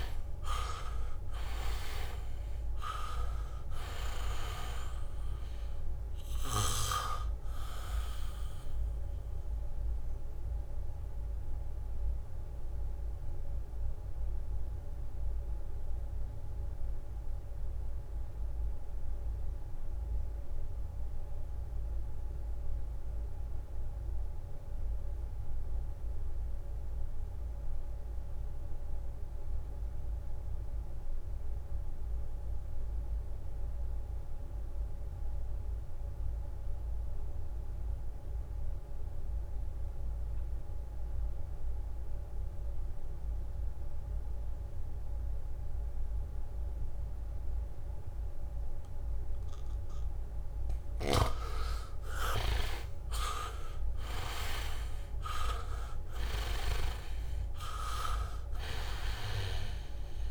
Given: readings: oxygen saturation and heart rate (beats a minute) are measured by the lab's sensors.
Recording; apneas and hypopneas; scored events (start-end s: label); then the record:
breathing in sleep by a room microphone; 1
0.00-3.00 s: arousal
0.00-25.50 s: oxygen desaturation (device-marked, oxygen 64% lowest, heart rate 55 extreme)
9.50-50.50 s: mixed apnea (oxygen 85% before, 64% lowest, heart rate 68 before, 65 extreme, up 9 after)
37.50-60.31 s: oxygen desaturation (device-marked, oxygen 99% before, 65% lowest, heart rate 73 before, 65 extreme)
52.50-58.00 s: arousal
From the record:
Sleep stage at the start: REM sleep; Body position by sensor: on the back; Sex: male